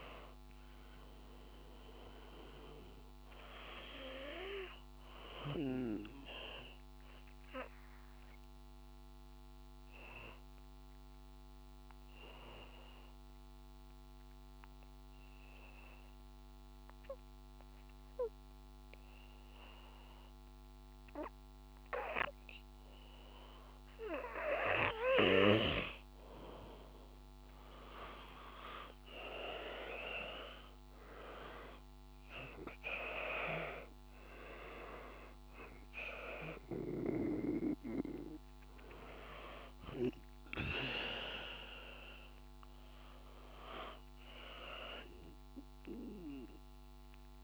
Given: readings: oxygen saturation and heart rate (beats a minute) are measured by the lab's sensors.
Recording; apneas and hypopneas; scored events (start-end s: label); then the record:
breathing in sleep by a microphone on the trachea; 1
1.50-18.50 s: oxygen desaturation (device-marked, oxygen 97% before, 92% lowest, heart rate 58 before, 54 extreme)
6.50-22.50 s: obstructive apnea (oxygen 97% before, 92% lowest, heart rate 57 before, 54 extreme, up 4 after)
26.50-30.00 s: arousal
32.50-47.44 s: oxygen desaturation (device-marked, oxygen 97% before, 92% lowest, heart rate 56 before, 55 extreme)
From the record:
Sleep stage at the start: N2 (light sleep); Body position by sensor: on the back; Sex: male